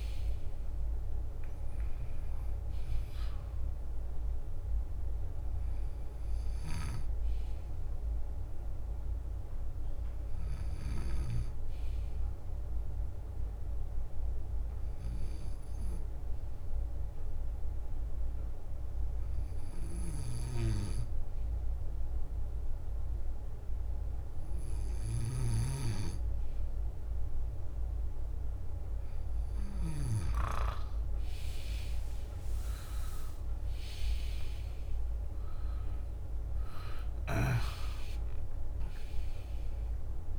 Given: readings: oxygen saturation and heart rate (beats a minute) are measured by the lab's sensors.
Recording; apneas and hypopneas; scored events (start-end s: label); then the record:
breathing in sleep by a room microphone; 1
0.00-1.00 s: leg movement (device-marked)
5.50-28.50 s: bradycardia (device-marked, heart rate 62 before, 56 extreme)
6.50-7.50 s: leg movement (device-marked)
9.50-13.00 s: leg movement (device-marked)
13.00-15.00 s: leg movement (device-marked)
15.00-28.00 s: hypopnea (oxygen 96% before, 95% lowest, heart rate 66 before, 54 extreme, up 26 after)
17.50-29.50 s: drop in pulse transit time (device-marked, heart rate 63 before, 56 extreme)
18.00-21.50 s: leg movement (device-marked)
23.00-25.00 s: leg movement (device-marked)
27.50-34.50 s: leg movement (device-marked)
32.00-36.50 s: arousal
33.00-35.00 s: long interval between heartbeats (device-marked, heart rate 57 before, 78 extreme)
37.50-39.50 s: long interval between heartbeats (device-marked, heart rate 64 before, 86 extreme)
From the record:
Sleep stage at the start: N2 (light sleep); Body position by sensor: on the left side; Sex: male